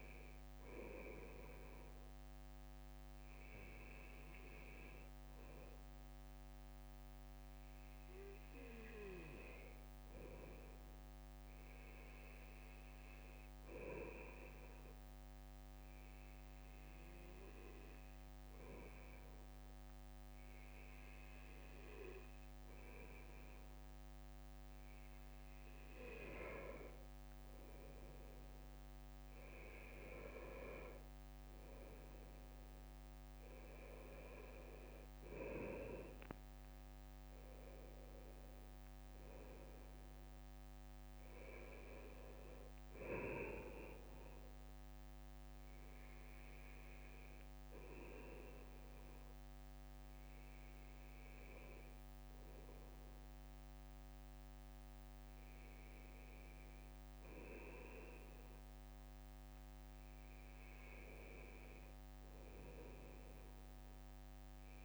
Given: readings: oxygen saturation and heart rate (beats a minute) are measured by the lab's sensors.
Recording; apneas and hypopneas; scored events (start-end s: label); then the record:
breathing in sleep by a microphone on the trachea; 2
11.00-24.50 s: obstructive apnea (oxygen 97% before, 95% lowest, heart rate 63 before, 61 extreme, up 5 after)
26.00-30.50 s: arousal
47.00-59.00 s: hypopnea (oxygen 96% before, 95% lowest, heart rate 64 before, 60 extreme, up 3 after)
62.00-64.85 s: arousal
From the record:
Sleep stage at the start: N2 (light sleep); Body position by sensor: on the right side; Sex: male